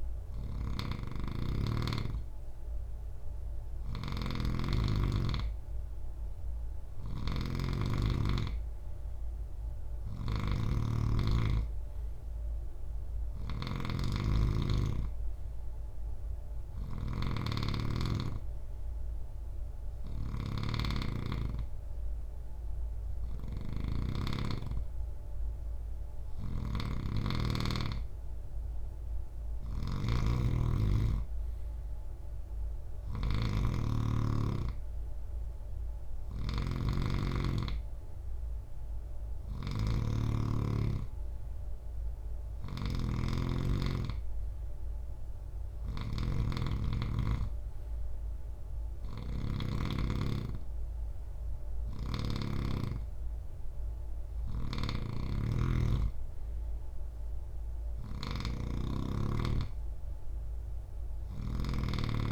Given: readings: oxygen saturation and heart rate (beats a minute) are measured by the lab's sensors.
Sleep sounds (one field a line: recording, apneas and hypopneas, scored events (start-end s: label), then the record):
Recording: breathing in sleep by a room microphone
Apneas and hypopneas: none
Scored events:
0.00-49.00 s: snoring (device-marked)
53.50-62.32 s: snoring (device-marked)
From the record:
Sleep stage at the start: N3 (deep sleep)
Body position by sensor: on the right side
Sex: male